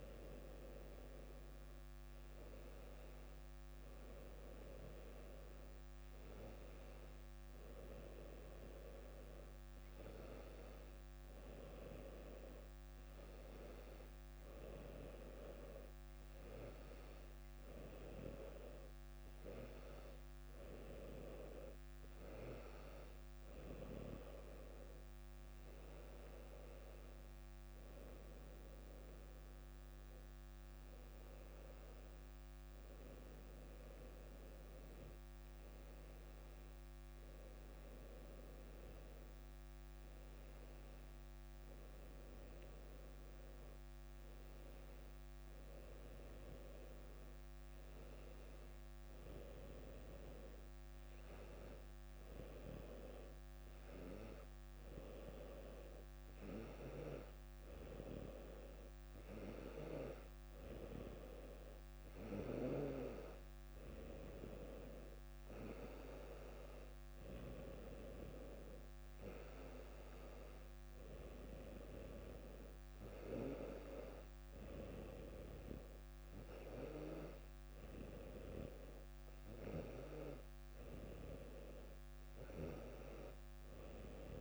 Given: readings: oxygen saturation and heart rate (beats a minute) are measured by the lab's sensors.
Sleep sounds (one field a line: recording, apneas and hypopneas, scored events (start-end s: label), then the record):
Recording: breathing in sleep by a microphone on the trachea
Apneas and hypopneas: none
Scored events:
none scored
From the record:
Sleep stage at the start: N2 (light sleep)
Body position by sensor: on the back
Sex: female